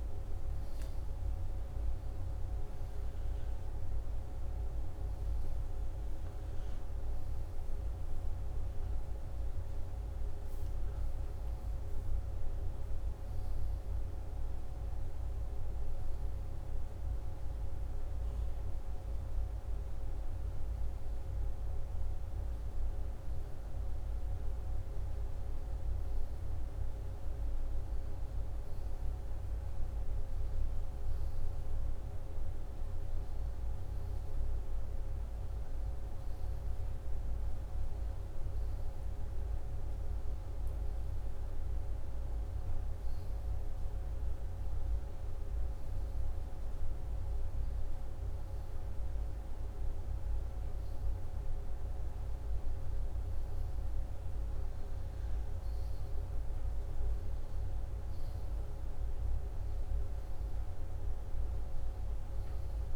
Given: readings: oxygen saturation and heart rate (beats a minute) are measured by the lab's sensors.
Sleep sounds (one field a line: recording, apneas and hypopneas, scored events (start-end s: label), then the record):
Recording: breathing in sleep, hard to hear, by a room microphone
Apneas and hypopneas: none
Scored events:
7.00-11.00 s: arousal
46.50-51.00 s: arousal
From the record:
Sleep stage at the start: N2 (light sleep)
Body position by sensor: upright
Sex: male